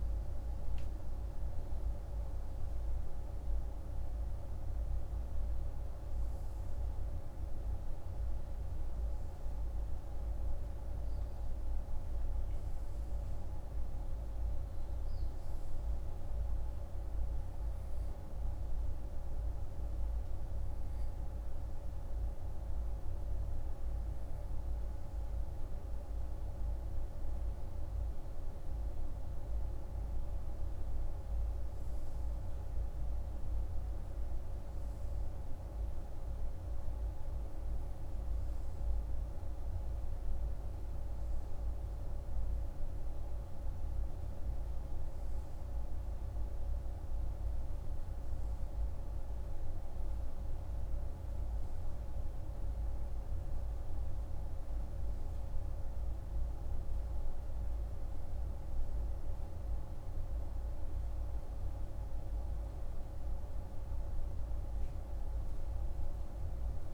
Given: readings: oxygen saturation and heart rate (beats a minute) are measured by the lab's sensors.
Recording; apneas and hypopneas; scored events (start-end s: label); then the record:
breathing in sleep, hard to hear, by a room microphone; none
none scored
From the record:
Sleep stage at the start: N2 (light sleep); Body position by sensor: on the right side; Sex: male